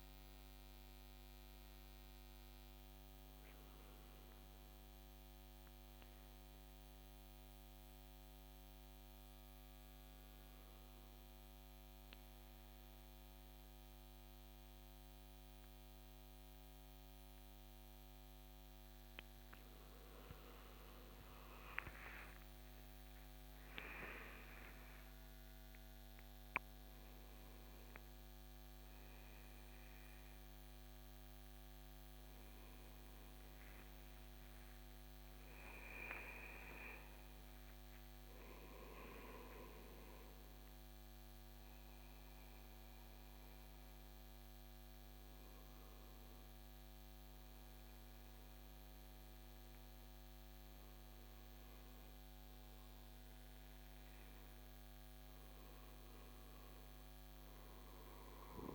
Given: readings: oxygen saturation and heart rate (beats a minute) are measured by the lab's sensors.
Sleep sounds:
breathing in sleep by a microphone on the trachea; none
32.50-36.50 s: arousal
From the record:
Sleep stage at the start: N2 (light sleep); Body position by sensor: on the right side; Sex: male

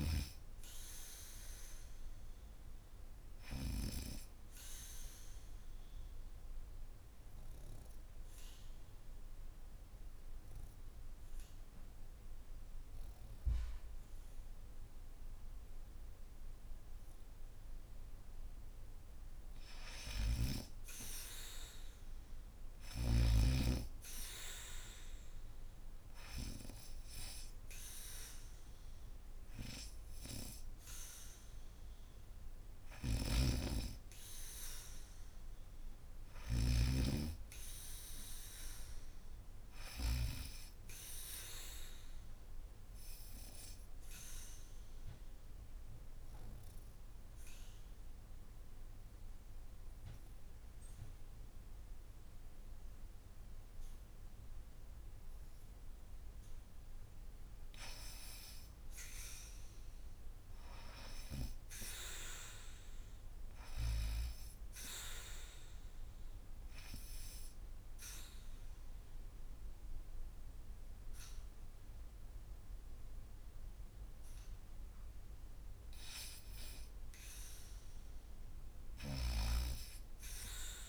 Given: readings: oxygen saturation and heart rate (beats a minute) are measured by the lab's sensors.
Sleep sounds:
breathing in sleep by a room microphone; 3
0.00-3.50 s: snoring (device-marked)
4.00-19.00 s: obstructive apnea (oxygen 100% before, 83% lowest, heart rate 85 before, 73 extreme)
19.50-23.00 s: snoring (device-marked)
20.50-44.50 s: oxygen desaturation (device-marked, oxygen 99% before, 83% lowest, heart rate 80 before, 71 extreme)
21.00-25.00 s: arousal
32.50-36.50 s: snoring (device-marked)
41.00-57.00 s: obstructive apnea (oxygen 99% before, 83% lowest, heart rate 75 before, 71 extreme)
59.00-61.50 s: arousal
64.50-74.50 s: obstructive apnea (oxygen 97% before, 88% lowest, heart rate 74 before, 75 extreme, up 5 after)
77.50-80.00 s: arousal
78.50-80.89 s: snoring (device-marked)
79.50-80.89 s: oxygen desaturation (device-marked, oxygen 95% before, 88% lowest, heart rate 75 before, 78 extreme)
From the record:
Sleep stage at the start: N2 (light sleep); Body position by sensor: on the back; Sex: female

